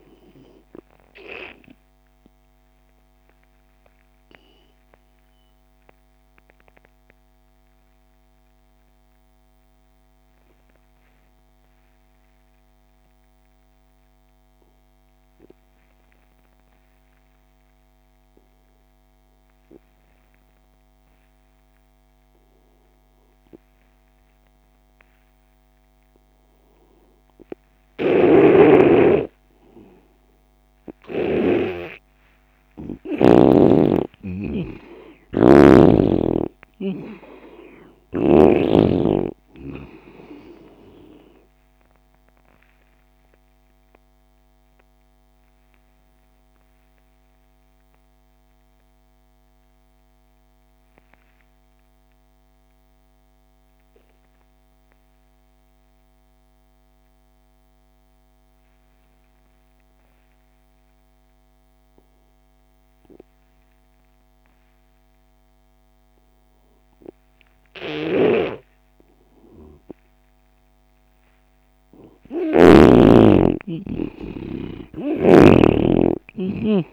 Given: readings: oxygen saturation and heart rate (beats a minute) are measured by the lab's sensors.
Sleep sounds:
breathing in sleep by a microphone on the trachea; 2
0.00-21.00 s: oxygen desaturation (device-marked, oxygen 83% lowest)
1.50-30.50 s: mixed apnea (oxygen 98% before, 83% lowest)
28.00-31.50 s: snoring (device-marked)
31.00-34.00 s: arousal
34.00-64.00 s: oxygen desaturation (device-marked, oxygen 97% before, 83% lowest)
42.00-68.00 s: obstructive apnea (oxygen 98% before, 82% lowest)
68.00-73.00 s: snoring (device-marked)
71.00-75.50 s: arousal
From the record:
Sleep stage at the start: N2 (light sleep); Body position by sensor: on the left side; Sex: male

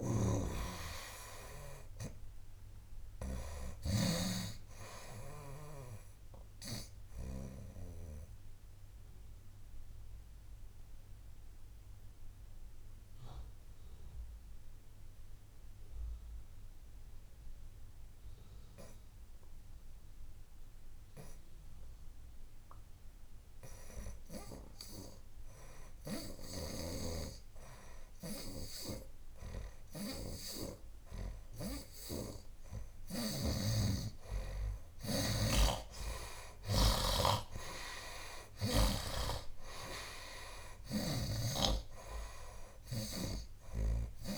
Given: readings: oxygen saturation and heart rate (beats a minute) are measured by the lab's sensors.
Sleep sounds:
breathing in sleep by a room microphone; 1
0.00-4.00 s: snoring (device-marked)
0.00-17.50 s: oxygen desaturation (device-marked, oxygen 82% lowest, heart rate 65 extreme)
7.50-25.00 s: obstructive apnea (oxygen 95% before, 81% lowest, heart rate 76 before, 65 extreme, up 6 after)
19.50-30.50 s: oxygen desaturation (device-marked, oxygen 84% before, 81% lowest, heart rate 76 before, 65 extreme)
28.50-39.00 s: snoring (device-marked)
31.00-35.00 s: arousal
38.50-44.38 s: oxygen desaturation (device-marked, oxygen 96% before, 81% lowest, heart rate 69 before, 64 extreme)
From the record:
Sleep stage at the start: N2 (light sleep); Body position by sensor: on the right side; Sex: male

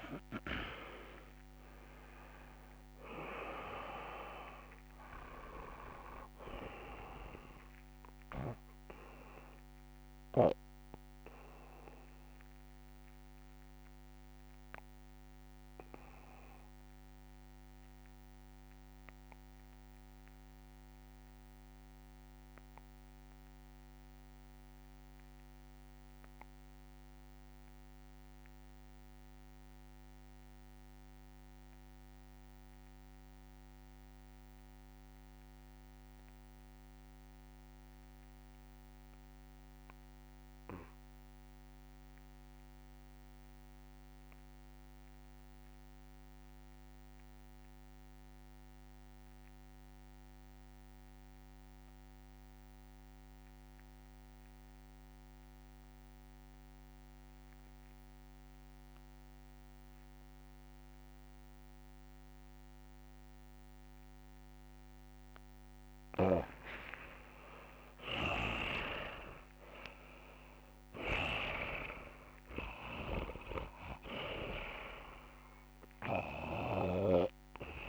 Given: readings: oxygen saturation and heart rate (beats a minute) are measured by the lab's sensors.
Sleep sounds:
breathing in sleep by a microphone on the trachea; 1
0.00-2.00 s: arousal
0.00-24.00 s: oxygen desaturation (device-marked, oxygen 83% lowest, heart rate 53 extreme)
2.00-4.00 s: long interval between heartbeats (device-marked, heart rate 69 before, 74 extreme)
12.00-65.00 s: obstructive apnea (oxygen 98% before, 73% lowest, heart rate 67 before, 61 extreme, up 33 after)
39.00-77.89 s: oxygen desaturation (device-marked, oxygen 99% before, 73% lowest, heart rate 68 before, 61 extreme)
66.50-68.50 s: long interval between heartbeats (device-marked, heart rate 65 before, 74 extreme)
66.50-70.00 s: arousal
68.00-77.89 s: snoring (device-marked)
72.00-74.00 s: long interval between heartbeats (device-marked, heart rate 72 before, 88 extreme)
75.50-77.50 s: long interval between heartbeats (device-marked, heart rate 75 before, 87 extreme)
From the record:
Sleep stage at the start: REM sleep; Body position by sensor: on the back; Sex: male

